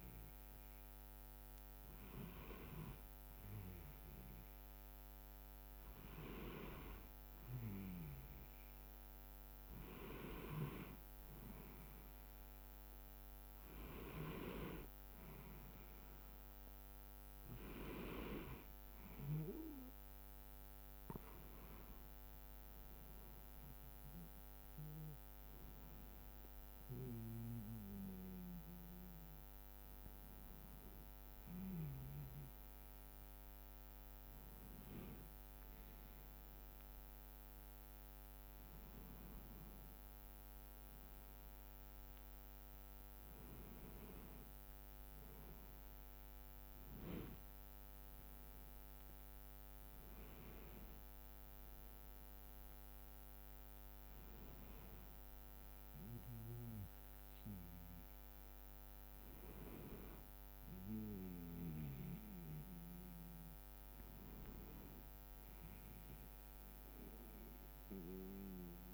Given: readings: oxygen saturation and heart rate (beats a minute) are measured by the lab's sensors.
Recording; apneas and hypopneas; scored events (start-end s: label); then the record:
a person awake in a sleep study, by a microphone on the trachea; none
none scored
From the record:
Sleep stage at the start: awake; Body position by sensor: on the back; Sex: male